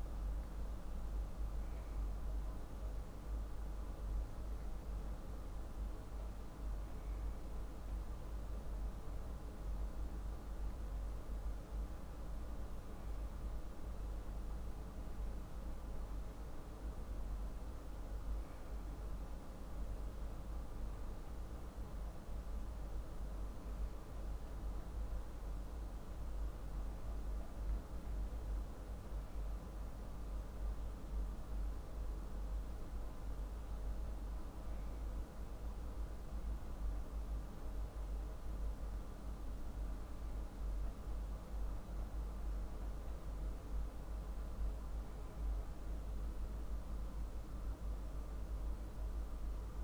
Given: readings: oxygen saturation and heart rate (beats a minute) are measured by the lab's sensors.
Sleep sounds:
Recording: breathing in sleep, hard to hear, by a room microphone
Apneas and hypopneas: none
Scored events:
none scored
From the record:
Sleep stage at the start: N2 (light sleep)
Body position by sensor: on the back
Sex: male

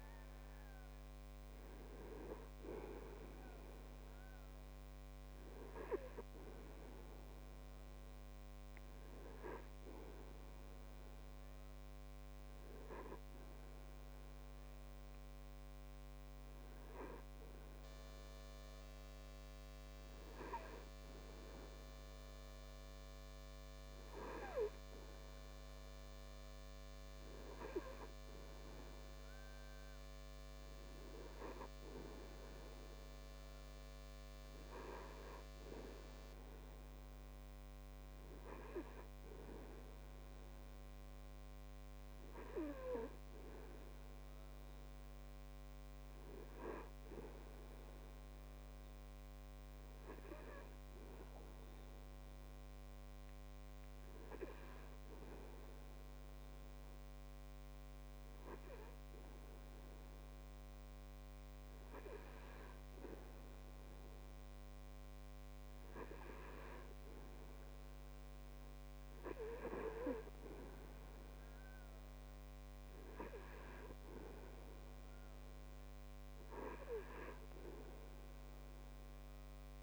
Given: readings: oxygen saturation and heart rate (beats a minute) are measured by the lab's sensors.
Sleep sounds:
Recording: breathing in sleep by a microphone on the trachea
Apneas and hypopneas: none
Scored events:
none scored
From the record:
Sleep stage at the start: N2 (light sleep)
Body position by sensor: on the back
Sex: male

